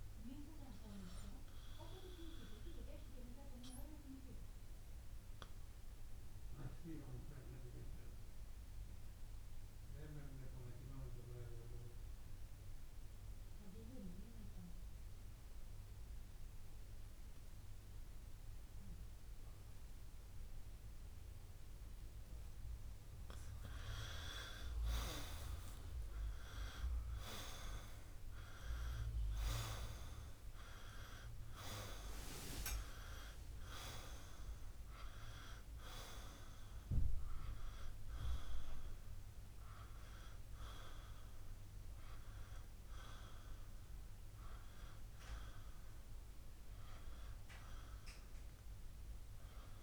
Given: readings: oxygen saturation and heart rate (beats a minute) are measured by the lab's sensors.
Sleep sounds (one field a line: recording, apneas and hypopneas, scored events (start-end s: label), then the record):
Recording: breathing in sleep by a room microphone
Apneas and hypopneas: 1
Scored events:
0.50-49.83 s: new sleep stage, N2 (light sleep)
1.50-23.00 s: obstructive apnea (oxygen 98% before, 90% lowest, heart rate 66 before, 55 extreme, up 14 after)
24.50-28.00 s: arousal
29.50-49.83 s: oxygen desaturation (device-marked, oxygen 96% before, 90% lowest, heart rate 63 before, 57 extreme)
From the record:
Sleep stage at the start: N1 (lightest sleep)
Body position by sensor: on the right side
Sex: male